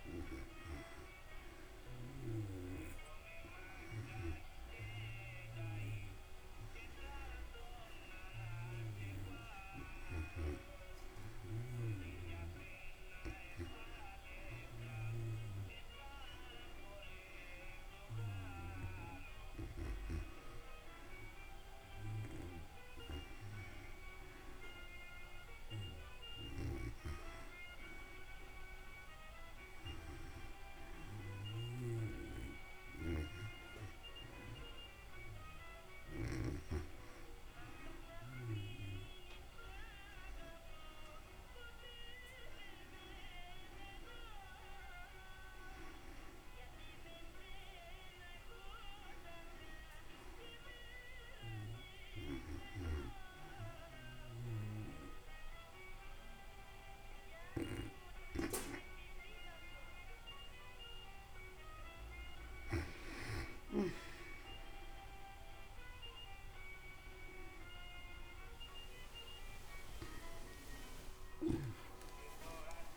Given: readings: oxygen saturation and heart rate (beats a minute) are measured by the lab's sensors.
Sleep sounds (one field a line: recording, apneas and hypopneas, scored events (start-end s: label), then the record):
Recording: a person awake in a sleep study, by a room microphone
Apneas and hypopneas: none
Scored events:
32.50-72.97 s: new sleep stage, awake
From the record:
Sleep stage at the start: N2 (light sleep)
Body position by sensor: on the back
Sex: female